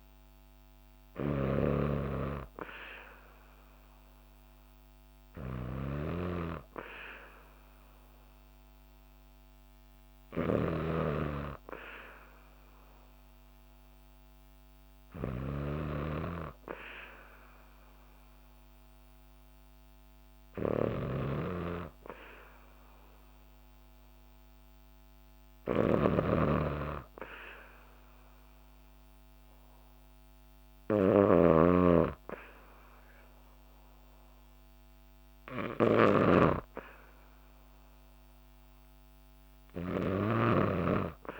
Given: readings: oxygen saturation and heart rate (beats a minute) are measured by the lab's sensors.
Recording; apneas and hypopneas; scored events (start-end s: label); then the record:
breathing in sleep by a microphone on the trachea; none
0.00-41.40 s: snoring (device-marked)
From the record:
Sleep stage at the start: N2 (light sleep); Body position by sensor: on the back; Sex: female